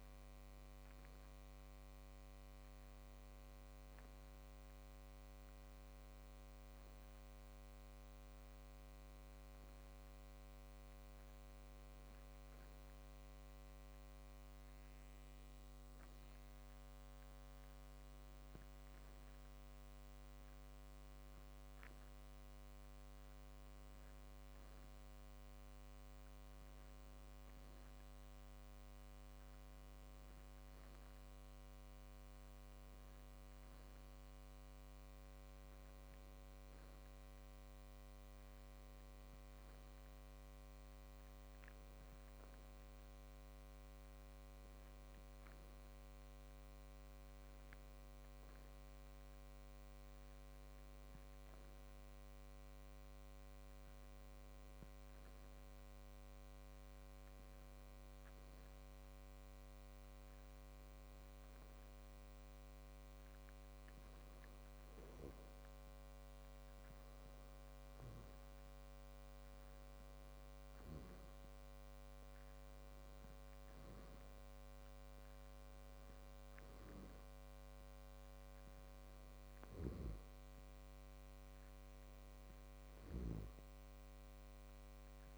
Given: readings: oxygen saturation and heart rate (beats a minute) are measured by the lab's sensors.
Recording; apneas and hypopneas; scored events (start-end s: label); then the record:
breathing in sleep, hard to hear, by a microphone on the trachea; none
none scored
From the record:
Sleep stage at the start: N2 (light sleep); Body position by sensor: on the back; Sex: male